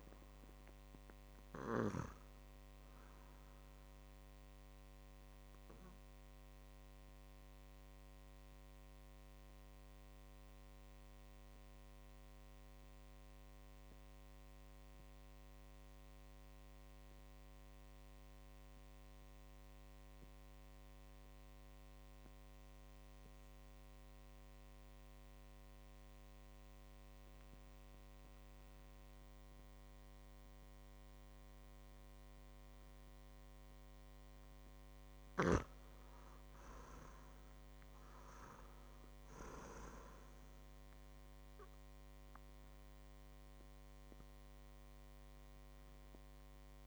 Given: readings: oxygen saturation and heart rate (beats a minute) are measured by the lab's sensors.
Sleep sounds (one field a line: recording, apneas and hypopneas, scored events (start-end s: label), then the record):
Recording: breathing in sleep, hard to hear, by a microphone on the trachea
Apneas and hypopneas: 1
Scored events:
0.00-22.00 s: oxygen desaturation (device-marked, oxygen 89% lowest, heart rate 55 extreme)
6.00-32.50 s: mixed apnea (oxygen 99% before, 89% lowest, heart rate 61 before, 55 extreme, up 3 after)
36.00-39.00 s: arousal
38.00-46.87 s: oxygen desaturation (device-marked, oxygen 99% before, 90% lowest, heart rate 59 before, 58 extreme)
From the record:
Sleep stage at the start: N2 (light sleep)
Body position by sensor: on the back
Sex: male